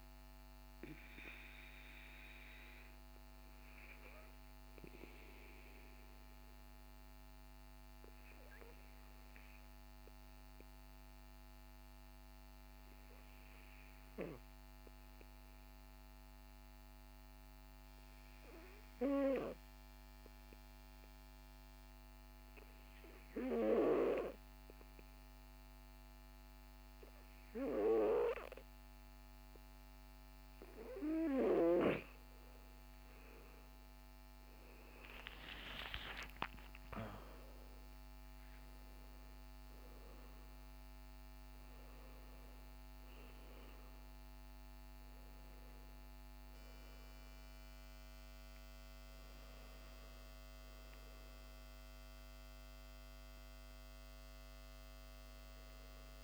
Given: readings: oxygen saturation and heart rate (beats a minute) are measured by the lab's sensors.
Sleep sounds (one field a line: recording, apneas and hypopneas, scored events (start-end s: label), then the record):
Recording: breathing in sleep by a microphone on the trachea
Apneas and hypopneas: 1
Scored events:
0.00-6.00 s: oxygen desaturation (device-marked, oxygen 94% lowest, heart rate 50 extreme)
5.50-29.00 s: hypopnea (oxygen 98% before, 94% lowest, heart rate 62 before, 53 extreme, up 19 after)
33.00-37.00 s: arousal
From the record:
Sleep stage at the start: N2 (light sleep)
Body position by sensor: on the back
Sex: male